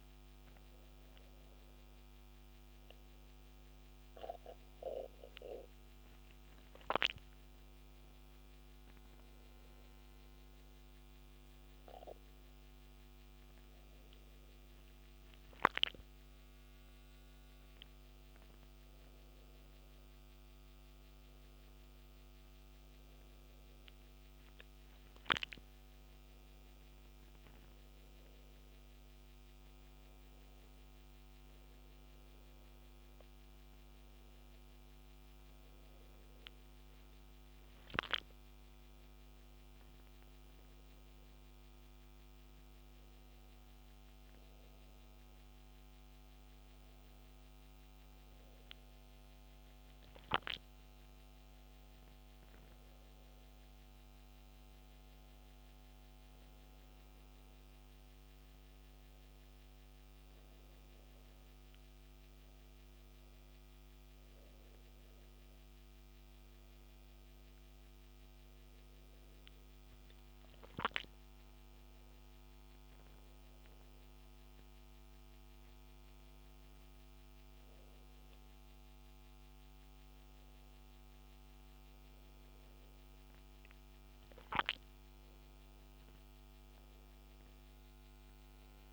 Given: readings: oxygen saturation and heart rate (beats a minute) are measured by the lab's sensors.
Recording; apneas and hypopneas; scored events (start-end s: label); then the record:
a person awake in a sleep study, by a microphone on the trachea; none
none scored
From the record:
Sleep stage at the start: awake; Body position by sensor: on the back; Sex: male